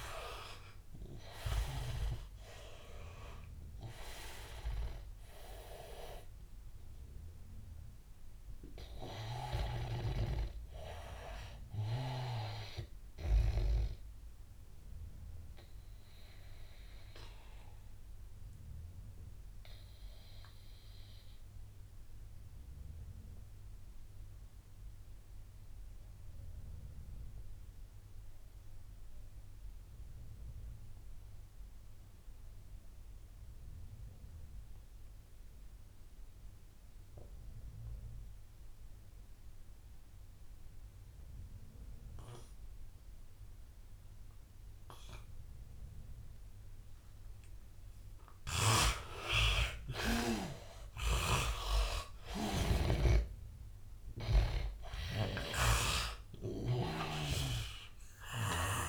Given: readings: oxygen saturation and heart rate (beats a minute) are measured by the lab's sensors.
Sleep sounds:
breathing in sleep by a room microphone; 1
0.00-1.00 s: arousal
0.00-24.50 s: oxygen desaturation (device-marked, oxygen 81% lowest, heart rate 79 extreme)
9.50-14.00 s: snoring (device-marked)
14.00-48.50 s: obstructive apnea (oxygen 99% before, 79% lowest, heart rate 89 before, 79 extreme, up 14 after)
35.50-58.89 s: oxygen desaturation (device-marked, oxygen 100% before, 79% lowest, heart rate 87 before, 78 extreme)
49.50-56.00 s: snoring (device-marked)
50.00-54.00 s: arousal
From the record:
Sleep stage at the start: N2 (light sleep); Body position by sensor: on the back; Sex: male

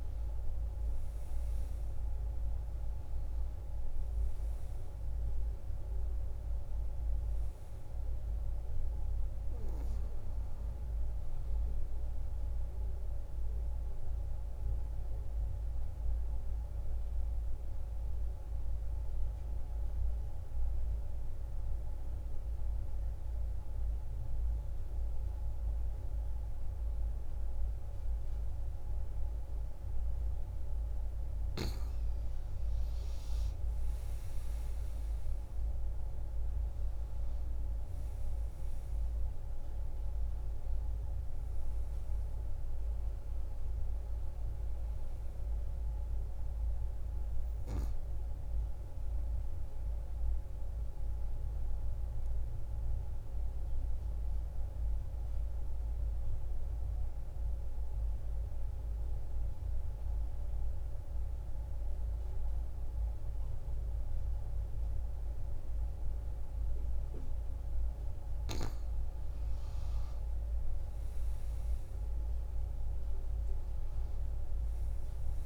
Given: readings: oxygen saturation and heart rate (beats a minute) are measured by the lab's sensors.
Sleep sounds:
breathing in sleep, hard to hear, by a room microphone; 2
0.00-18.00 s: oxygen desaturation (device-marked, oxygen 89% lowest)
13.00-30.50 s: obstructive apnea (oxygen 98% before, 89% lowest)
32.50-35.50 s: arousal
33.00-56.00 s: oxygen desaturation (device-marked, oxygen 97% before, 91% lowest)
51.50-67.50 s: obstructive apnea (oxygen 97% before, 90% lowest)
68.50-72.00 s: arousal
73.00-75.46 s: oxygen desaturation (device-marked, oxygen 98% before, 91% lowest)
From the record:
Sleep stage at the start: N2 (light sleep); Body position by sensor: on the back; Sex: female

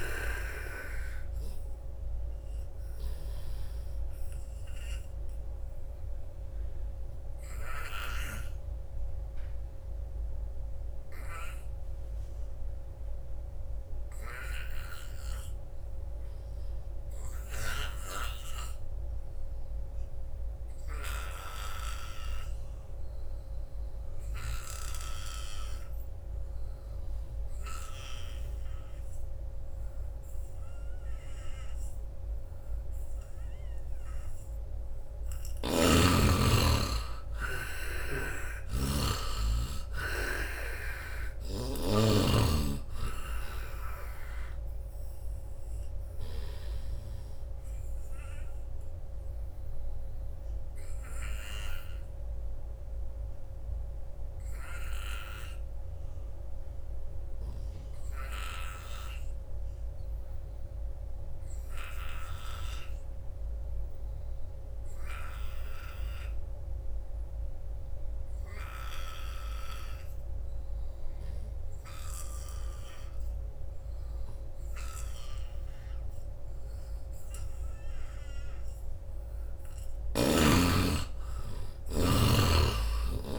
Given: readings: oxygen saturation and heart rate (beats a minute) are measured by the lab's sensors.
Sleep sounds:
breathing in sleep by a room microphone; 2
0.00-13.50 s: oxygen desaturation (device-marked, oxygen 74% lowest, heart rate 68 extreme)
2.00-34.50 s: obstructive apnea (oxygen 98% before, 74% lowest, heart rate 76 before, 68 extreme, up 10 after)
29.50-57.50 s: oxygen desaturation (device-marked, oxygen 96% before, 75% lowest, heart rate 84 before, 66 extreme)
36.00-39.00 s: arousal
37.50-46.50 s: snoring (device-marked)
48.00-78.50 s: obstructive apnea (oxygen 98% before, 75% lowest, heart rate 79 before, 66 extreme, up 13 after)
68.50-83.39 s: oxygen desaturation (device-marked, oxygen 99% before, 77% lowest, heart rate 82 before, 66 extreme)
79.50-83.00 s: arousal
From the record:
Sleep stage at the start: N2 (light sleep); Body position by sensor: on the front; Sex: male

